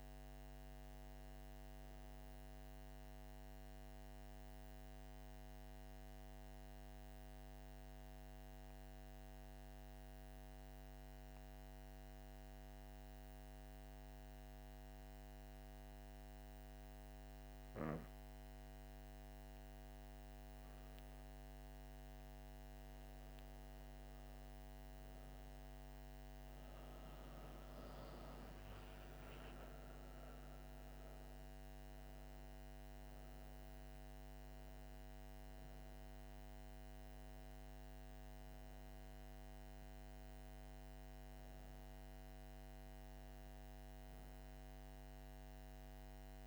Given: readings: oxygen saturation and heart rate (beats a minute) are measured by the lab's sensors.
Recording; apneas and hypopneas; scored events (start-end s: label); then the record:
breathing in sleep, hard to hear, by a microphone on the trachea; 1
1.50-17.50 s: mixed apnea (oxygen 96% before, 90% lowest)
19.50-23.50 s: arousal
20.00-46.47 s: oxygen desaturation (device-marked, oxygen 96% before, 90% lowest)
From the record:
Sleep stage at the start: N2 (light sleep); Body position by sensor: on the back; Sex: female